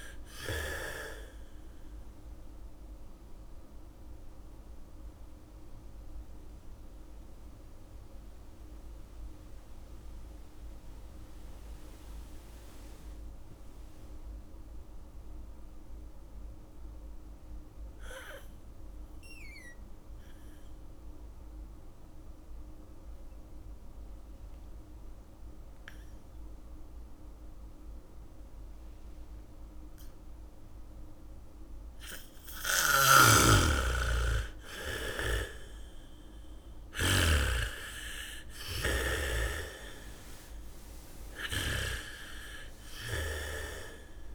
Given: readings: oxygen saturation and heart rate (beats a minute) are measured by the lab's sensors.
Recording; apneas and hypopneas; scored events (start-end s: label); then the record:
breathing in sleep by a room microphone; 1
0.00-16.50 s: oxygen desaturation (device-marked, oxygen 79% lowest, heart rate 35 extreme)
3.50-33.00 s: mixed apnea (oxygen 99% before, 79% lowest, heart rate 61 before, 35 extreme, up 2 after)
19.50-23.50 s: bradycardia (device-marked, heart rate 63 before, 58 extreme)
28.50-40.50 s: bradycardia (device-marked, heart rate 63 before, 35 extreme)
29.50-44.35 s: oxygen desaturation (device-marked, oxygen 99% before, 82% lowest, heart rate 68 before, 28 extreme)
33.00-37.50 s: snoring (device-marked)
39.00-44.00 s: arousal
From the record:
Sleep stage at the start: N2 (light sleep); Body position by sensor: on the back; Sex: female